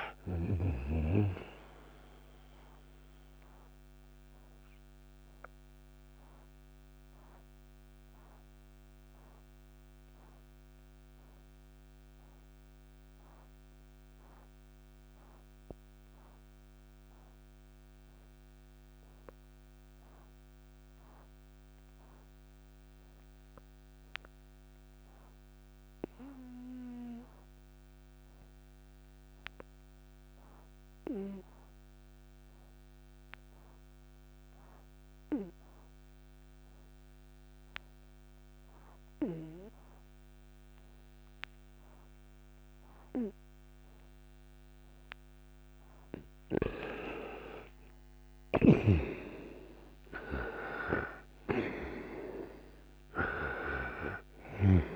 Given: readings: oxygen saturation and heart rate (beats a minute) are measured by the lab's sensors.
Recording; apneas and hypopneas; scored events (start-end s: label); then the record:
breathing in sleep by a microphone on the trachea; 1
0.00-21.00 s: oxygen desaturation (device-marked, oxygen 82% lowest, heart rate 57 extreme)
2.50-44.50 s: obstructive apnea (oxygen 97% before, 81% lowest, heart rate 76 before, 57 extreme, up 30 after)
36.00-54.96 s: oxygen desaturation (device-marked, oxygen 98% before, 81% lowest, heart rate 59 before, 57 extreme)
46.00-51.00 s: arousal
48.50-54.96 s: snoring (device-marked)
From the record:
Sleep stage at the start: N2 (light sleep); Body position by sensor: on the right side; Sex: male